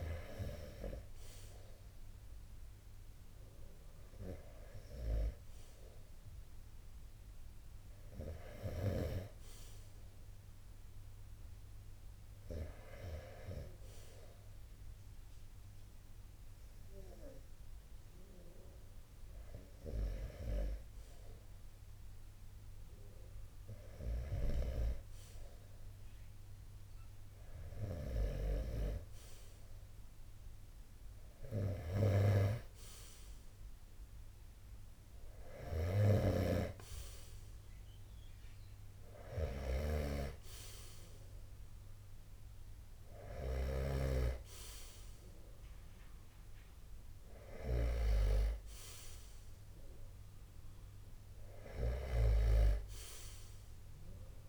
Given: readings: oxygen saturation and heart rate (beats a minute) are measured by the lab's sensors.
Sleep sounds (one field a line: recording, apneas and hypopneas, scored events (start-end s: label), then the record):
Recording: breathing in sleep by a room microphone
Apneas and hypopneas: 1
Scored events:
12.00-24.50 s: hypopnea (oxygen 91% before, 86% lowest, heart rate 60 before, 27 extreme, up 13 after)
23.00-27.50 s: snoring (device-marked)
28.50-31.50 s: arousal
34.50-47.00 s: snoring (device-marked)
35.50-54.49 s: new sleep stage, N2 (light sleep)
36.50-50.50 s: oxygen desaturation (device-marked, oxygen 89% before, 86% lowest, heart rate 42 before, 54 extreme)
From the record:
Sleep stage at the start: REM sleep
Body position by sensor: on the right side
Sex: male